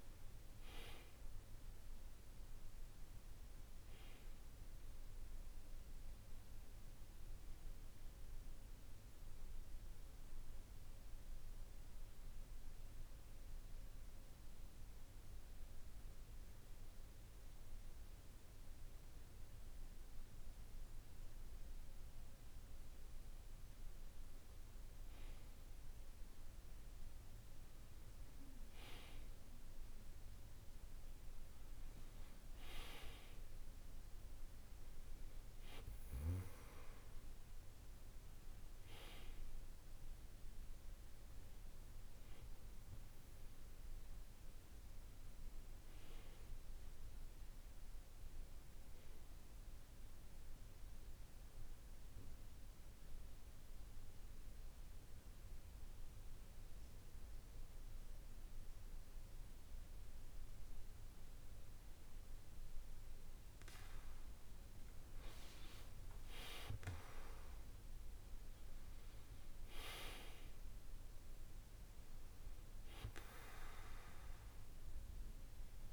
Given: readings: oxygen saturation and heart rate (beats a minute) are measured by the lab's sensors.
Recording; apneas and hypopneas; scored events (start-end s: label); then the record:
breathing in sleep by a room microphone; 2
4.50-20.50 s: hypopnea (oxygen 94% before, 92% lowest, heart rate 54 before, 48 extreme, up 2 after)
31.50-36.50 s: arousal
48.50-62.50 s: hypopnea (oxygen 95% before, 94% lowest, heart rate 52 before, 48 extreme, up 5 after)
From the record:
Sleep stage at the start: N2 (light sleep); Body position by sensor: on the back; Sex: male